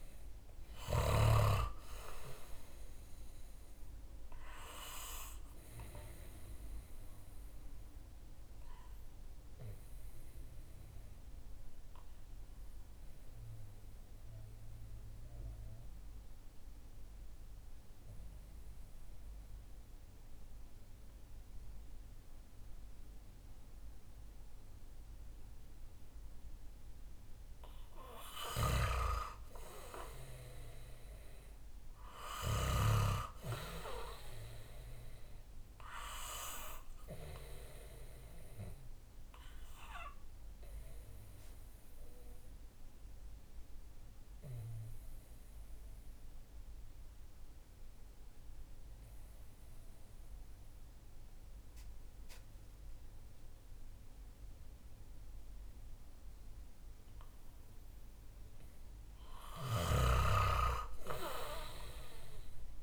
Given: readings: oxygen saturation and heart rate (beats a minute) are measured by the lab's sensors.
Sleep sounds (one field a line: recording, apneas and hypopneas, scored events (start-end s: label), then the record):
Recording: breathing in sleep by a room microphone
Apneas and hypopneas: 2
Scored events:
0.00-1.00 s: snoring (device-marked)
0.00-22.50 s: oxygen desaturation (device-marked, oxygen 92% lowest, heart rate 62 extreme)
4.50-25.50 s: obstructive apnea (oxygen 98% before, 91% lowest, heart rate 65 before, 62 extreme, up 6 after)
28.00-32.50 s: snoring (device-marked)
28.50-33.00 s: arousal
34.50-54.50 s: oxygen desaturation (device-marked, oxygen 98% before, 93% lowest, heart rate 65 before, 59 extreme)
39.00-57.50 s: obstructive apnea (oxygen 98% before, 91% lowest, heart rate 66 before, 58 extreme, up 4 after)
59.00-62.83 s: snoring (device-marked)
60.50-62.83 s: arousal
From the record:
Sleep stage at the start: N2 (light sleep)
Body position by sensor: on the back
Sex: male